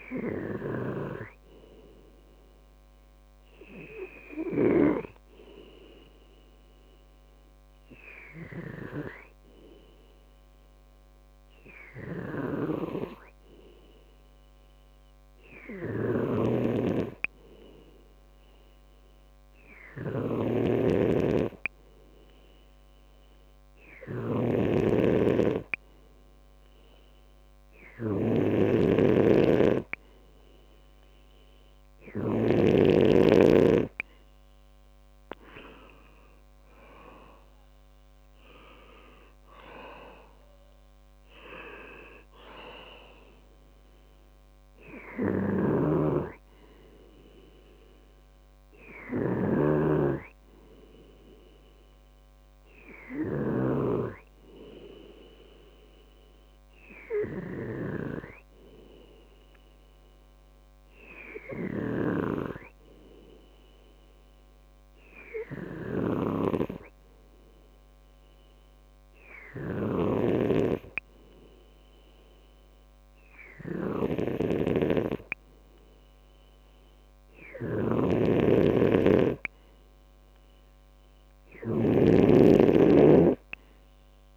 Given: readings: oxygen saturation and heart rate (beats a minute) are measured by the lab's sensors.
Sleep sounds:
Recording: breathing in sleep by a microphone on the trachea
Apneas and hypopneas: 2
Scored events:
3.00-28.00 s: hypopnea (oxygen 99% before, 93% lowest, heart rate 65 before, 62 extreme, up 6 after)
16.00-33.00 s: snoring (device-marked)
26.50-63.50 s: oxygen desaturation (device-marked, oxygen 98% before, 93% lowest, heart rate 64 before, 63 extreme)
31.50-34.50 s: arousal
62.50-78.50 s: hypopnea (oxygen 97% before, 93% lowest, heart rate 66 before, 62 extreme, up 4 after)
77.50-82.00 s: snoring (device-marked)
79.50-84.37 s: oxygen desaturation (device-marked, oxygen 98% before, 93% lowest, heart rate 64 before, 62 extreme)
81.00-83.50 s: arousal
From the record:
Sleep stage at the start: N2 (light sleep)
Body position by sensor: on the back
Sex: male

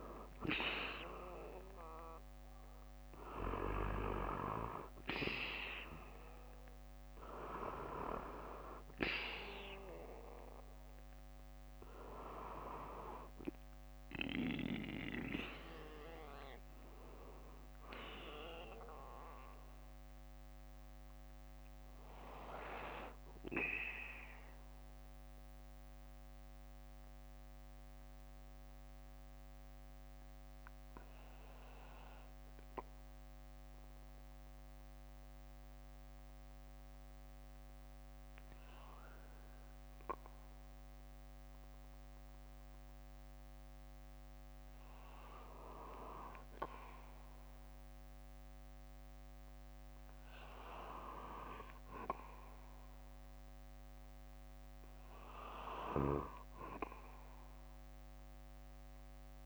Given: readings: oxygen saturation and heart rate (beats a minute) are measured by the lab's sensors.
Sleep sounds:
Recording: breathing in sleep by a microphone on the trachea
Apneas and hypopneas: 1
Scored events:
0.00-3.50 s: arousal
24.00-41.00 s: oxygen desaturation (device-marked, oxygen 93% before, 89% lowest, heart rate 66 before, 58 extreme)
24.50-44.00 s: obstructive apnea (oxygen 94% before, 89% lowest, heart rate 66 before, 58 extreme, up 14 after)
26.00-36.00 s: bradycardia (device-marked, heart rate 62 before, 58 extreme)
47.00-50.50 s: arousal
56.00-58.00 s: bradycardia (device-marked, heart rate 62 before, 61 extreme)
From the record:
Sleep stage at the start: N2 (light sleep)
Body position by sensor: on the back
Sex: male

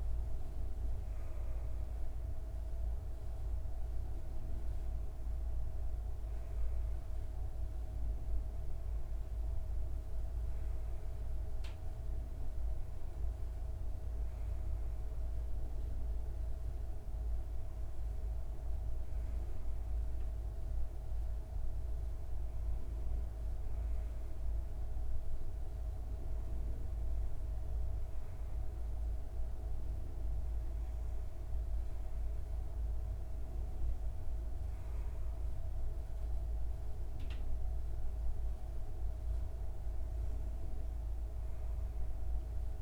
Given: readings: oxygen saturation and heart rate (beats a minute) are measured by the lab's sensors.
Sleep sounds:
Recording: breathing in sleep, hard to hear, by a room microphone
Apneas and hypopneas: none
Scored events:
none scored
From the record:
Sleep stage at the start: N2 (light sleep)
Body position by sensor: on the back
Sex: female

